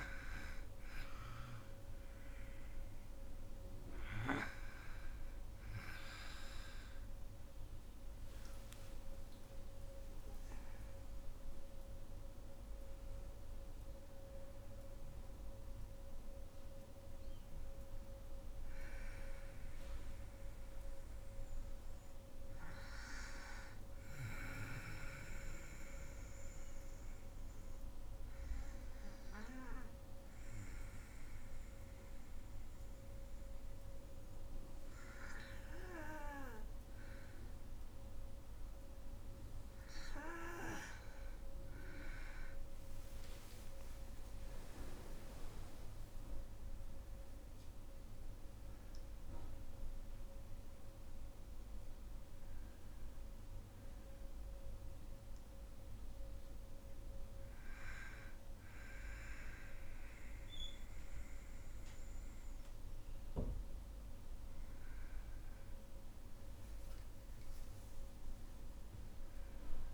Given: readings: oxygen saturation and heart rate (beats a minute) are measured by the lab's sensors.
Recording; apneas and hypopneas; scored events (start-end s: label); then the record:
breathing in sleep by a room microphone; 1
4.00-9.00 s: arousal
25.00-37.50 s: obstructive apnea (oxygen 99% before, 94% lowest, heart rate 61 before, 53 extreme, up 12 after)
39.50-43.50 s: arousal
42.00-68.00 s: oxygen desaturation (device-marked, oxygen 99% before, 94% lowest, heart rate 55 before, 52 extreme)
From the record:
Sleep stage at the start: N2 (light sleep); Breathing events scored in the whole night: 168 in 4.4 hours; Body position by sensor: on the back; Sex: female